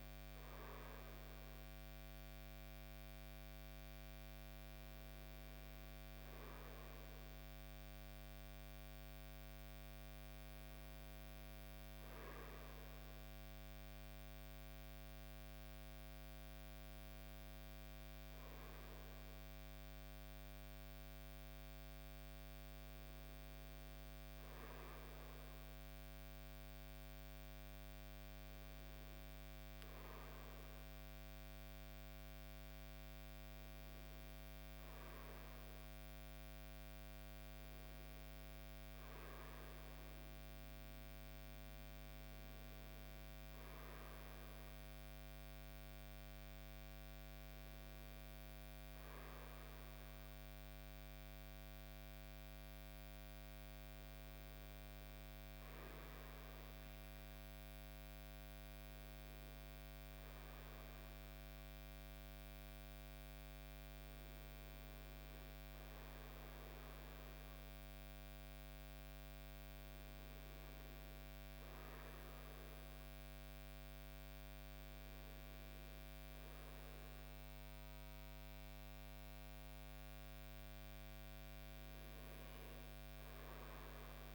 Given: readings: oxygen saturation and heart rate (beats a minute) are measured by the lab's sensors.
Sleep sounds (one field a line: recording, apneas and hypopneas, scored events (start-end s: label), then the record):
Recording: breathing in sleep, hard to hear, by a microphone on the trachea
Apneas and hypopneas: none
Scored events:
none scored
From the record:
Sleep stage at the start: REM sleep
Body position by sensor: on the front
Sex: male